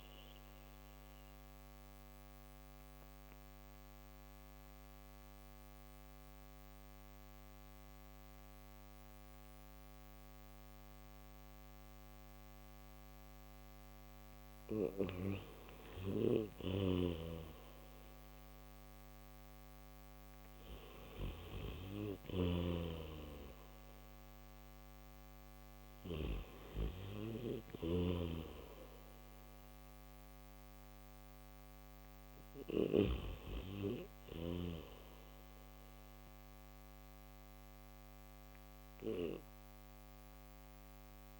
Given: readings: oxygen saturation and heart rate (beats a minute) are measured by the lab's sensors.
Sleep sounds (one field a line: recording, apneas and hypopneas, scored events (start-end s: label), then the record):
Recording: breathing in sleep by a microphone on the trachea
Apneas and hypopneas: none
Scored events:
16.50-26.00 s: snoring (device-marked)
18.00-37.00 s: oxygen desaturation (device-marked, oxygen 96% before, 89% lowest, heart rate 65 before, 66 extreme)
From the record:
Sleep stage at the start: N3 (deep sleep)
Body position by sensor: on the back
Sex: male